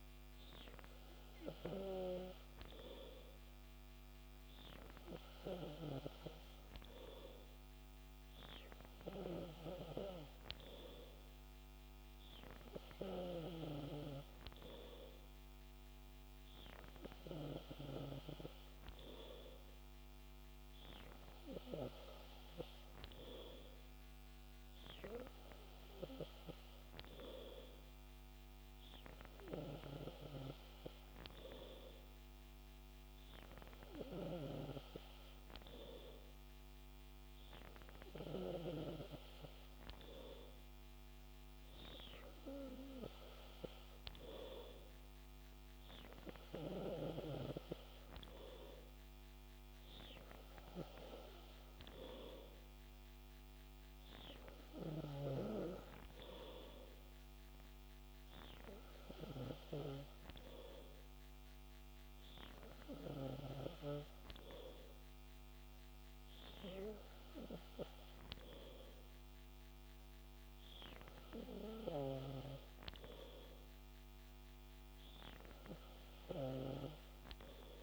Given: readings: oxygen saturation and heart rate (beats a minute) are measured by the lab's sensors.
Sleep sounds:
breathing in sleep by a microphone on the trachea; none
none scored
From the record:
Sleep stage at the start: N3 (deep sleep); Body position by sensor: on the back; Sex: male

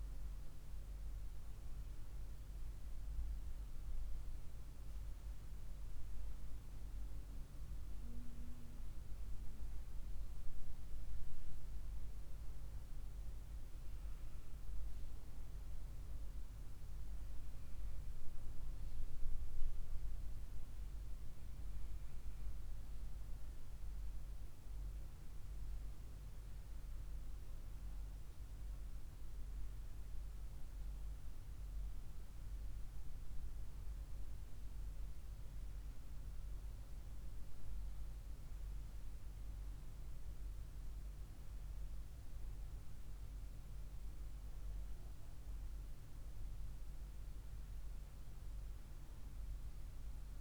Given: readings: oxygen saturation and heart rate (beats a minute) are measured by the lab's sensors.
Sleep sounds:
a person awake in a sleep study, hard to hear, by a room microphone; none
none scored
From the record:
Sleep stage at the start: awake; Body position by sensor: on the right side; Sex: female

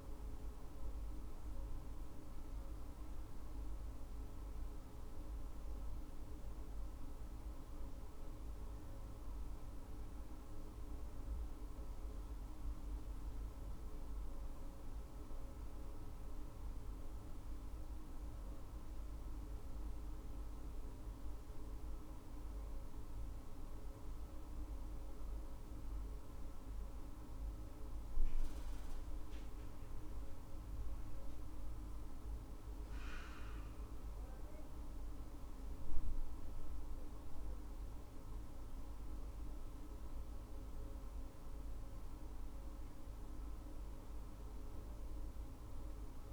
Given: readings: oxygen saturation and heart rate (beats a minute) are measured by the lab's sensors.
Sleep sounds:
breathing in sleep, hard to hear, by a room microphone; none
none scored
From the record:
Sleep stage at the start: N1 (lightest sleep); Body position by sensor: on the back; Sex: female

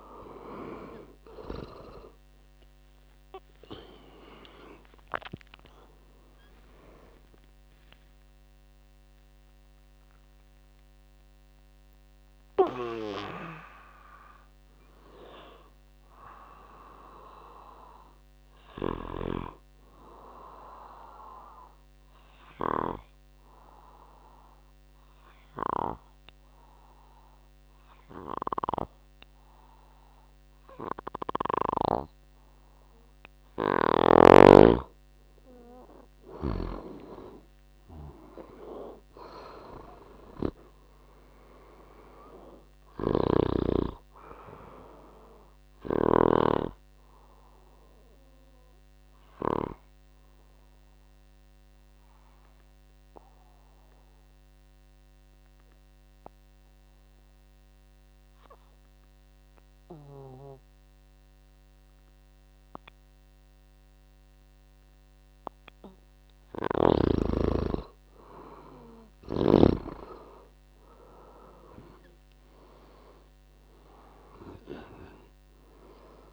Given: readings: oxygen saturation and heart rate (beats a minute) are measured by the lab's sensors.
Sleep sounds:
breathing in sleep by a microphone on the trachea; 2
0.00-3.00 s: arousal
1.50-32.50 s: oxygen desaturation (device-marked, oxygen 99% before, 86% lowest, heart rate 66 before, 53 extreme)
21.00-33.50 s: obstructive apnea (oxygen 99% before, 86% lowest, heart rate 87 before, 53 extreme, up 7 after)
35.50-39.50 s: arousal
46.50-65.50 s: oxygen desaturation (device-marked, oxygen 99% before, 89% lowest, heart rate 65 before, 53 extreme)
48.00-65.00 s: obstructive apnea (oxygen 99% before, 86% lowest, heart rate 65 before, 53 extreme, up 16 after)
68.50-71.50 s: arousal
70.50-76.33 s: oxygen desaturation (device-marked, oxygen 99% before, 88% lowest, heart rate 63 before, 55 extreme)
From the record:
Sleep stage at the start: N2 (light sleep); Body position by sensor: on the back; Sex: male

